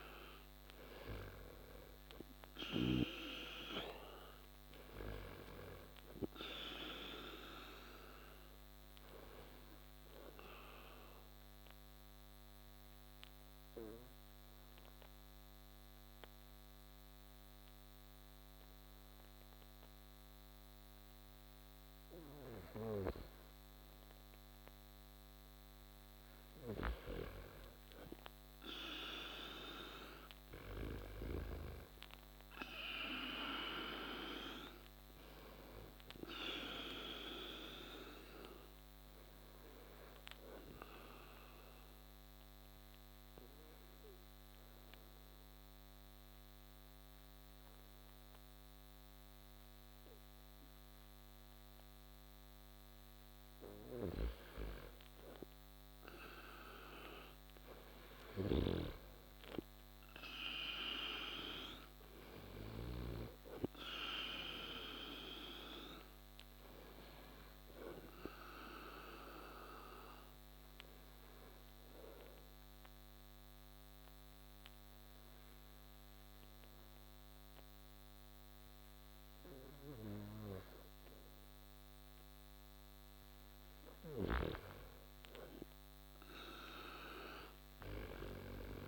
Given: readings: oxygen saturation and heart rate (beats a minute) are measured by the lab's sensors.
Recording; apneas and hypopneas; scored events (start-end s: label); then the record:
breathing in sleep by a microphone on the trachea; 3
0.00-1.50 s: arousal
6.00-26.00 s: oxygen desaturation (device-marked, oxygen 97% before, 89% lowest)
7.50-24.50 s: obstructive apnea (oxygen 97% before, 89% lowest)
28.00-31.50 s: arousal
34.00-54.00 s: oxygen desaturation (device-marked, oxygen 96% before, 90% lowest)
37.00-53.00 s: obstructive apnea (oxygen 96% before, 90% lowest)
56.50-60.00 s: arousal
65.00-84.00 s: oxygen desaturation (device-marked, oxygen 96% before, 90% lowest)
67.50-82.50 s: obstructive apnea (oxygen 96% before, 90% lowest)
86.50-88.88 s: arousal
From the record:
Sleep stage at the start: N2 (light sleep); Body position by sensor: on the back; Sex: male